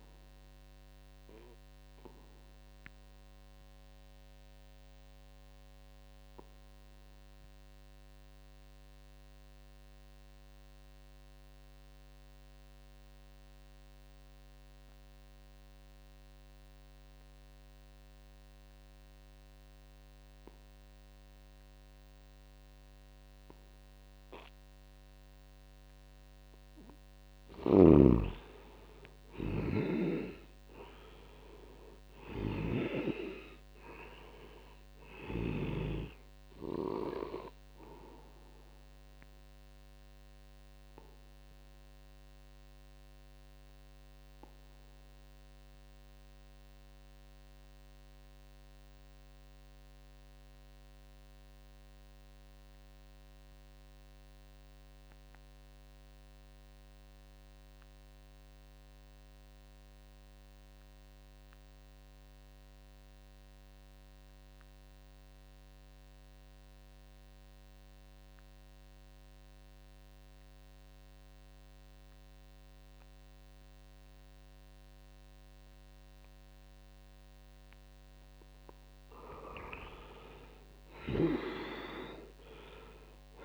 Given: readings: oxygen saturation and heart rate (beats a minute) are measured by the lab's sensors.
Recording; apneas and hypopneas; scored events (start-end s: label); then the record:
breathing in sleep by a microphone on the trachea; 2
0.00-8.50 s: oxygen desaturation (device-marked, oxygen 80% lowest, heart rate 66 extreme)
0.50-25.50 s: obstructive apnea (oxygen 97% before, 75% lowest, heart rate 78 before, 66 extreme, up 0 after)
22.50-50.50 s: oxygen desaturation (device-marked, oxygen 97% before, 78% lowest, heart rate 78 before, 54 extreme)
27.00-31.00 s: arousal
32.00-35.50 s: snoring (device-marked)
38.00-78.50 s: obstructive apnea (oxygen 98% before, 70% lowest, heart rate 74 before, 54 extreme, up 23 after)
47.50-83.45 s: new sleep stage, REM sleep
60.50-83.45 s: oxygen desaturation (device-marked, oxygen 98% before, 70% lowest, heart rate 80 before, 54 extreme)
80.50-83.45 s: arousal
From the record:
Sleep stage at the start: N2 (light sleep); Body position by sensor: on the back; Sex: male